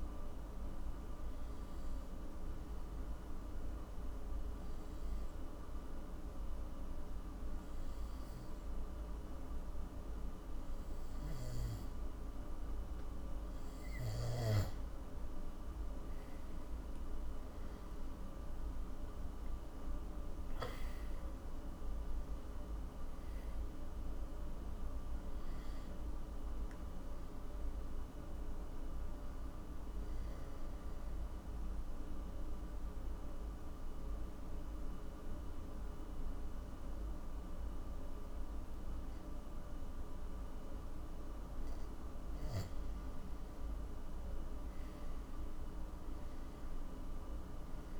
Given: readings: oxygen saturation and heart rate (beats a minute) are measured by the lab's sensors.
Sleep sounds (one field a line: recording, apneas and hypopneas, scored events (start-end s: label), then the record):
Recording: breathing in sleep, hard to hear, by a room microphone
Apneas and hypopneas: 2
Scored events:
0.00-6.00 s: oxygen desaturation (device-marked, oxygen 92% lowest, heart rate 52 extreme)
1.50-14.00 s: obstructive apnea (oxygen 97% before, 92% lowest, heart rate 67 before, 52 extreme, up 15 after)
16.50-20.50 s: arousal
21.00-40.00 s: oxygen desaturation (device-marked, oxygen 98% before, 92% lowest, heart rate 60 before, 47 extreme)
30.00-42.00 s: obstructive apnea (oxygen 98% before, 92% lowest, heart rate 63 before, 47 extreme, up 14 after)
44.00-47.50 s: arousal
From the record:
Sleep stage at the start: N2 (light sleep)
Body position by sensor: on the back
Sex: male